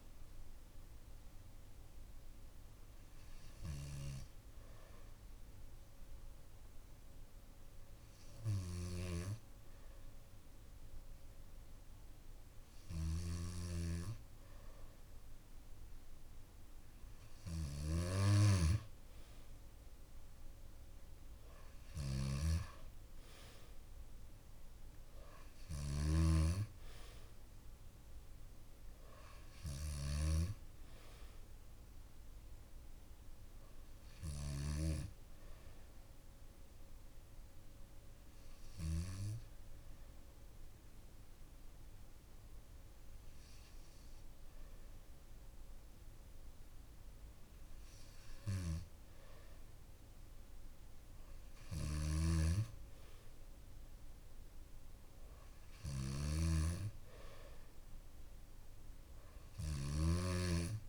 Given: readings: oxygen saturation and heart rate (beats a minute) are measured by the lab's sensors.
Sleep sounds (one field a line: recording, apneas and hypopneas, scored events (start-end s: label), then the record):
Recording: breathing in sleep by a room microphone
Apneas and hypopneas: 2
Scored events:
2.00-16.50 s: hypopnea (oxygen 96% before, 92% lowest, heart rate 56 before, 54 extreme, up 4 after)
12.50-34.00 s: snoring (device-marked)
16.00-33.00 s: oxygen desaturation (device-marked, oxygen 95% before, 92% lowest, heart rate 56 before, 54 extreme)
24.50-28.00 s: arousal
35.00-47.50 s: hypopnea (oxygen 95% before, 93% lowest, heart rate 58 before, 54 extreme, up 4 after)
51.00-54.50 s: arousal
51.00-60.89 s: snoring (device-marked)
From the record:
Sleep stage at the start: N2 (light sleep)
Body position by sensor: on the back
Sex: male